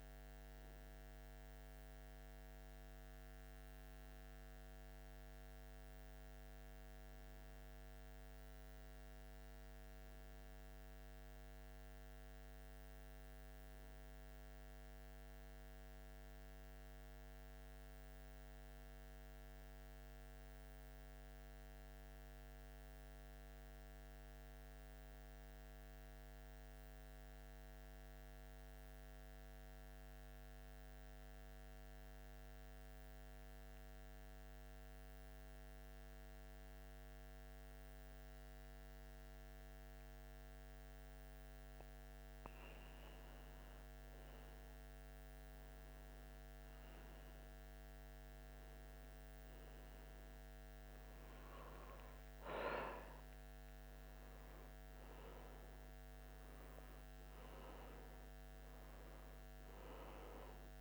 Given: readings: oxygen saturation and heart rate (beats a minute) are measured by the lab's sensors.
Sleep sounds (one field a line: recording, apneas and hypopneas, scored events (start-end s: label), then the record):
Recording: breathing in sleep, hard to hear, by a microphone on the trachea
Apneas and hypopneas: 1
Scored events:
7.50-12.00 s: arousal
8.00-22.00 s: oxygen desaturation (device-marked, oxygen 96% before, 88% lowest, heart rate 80 before, 76 extreme)
20.00-42.00 s: central apnea (oxygen 96% before, 90% lowest, heart rate 80 before, 76 extreme, up 2 after)
46.00-50.00 s: arousal
From the record:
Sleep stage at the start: N1 (lightest sleep)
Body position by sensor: on the back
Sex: male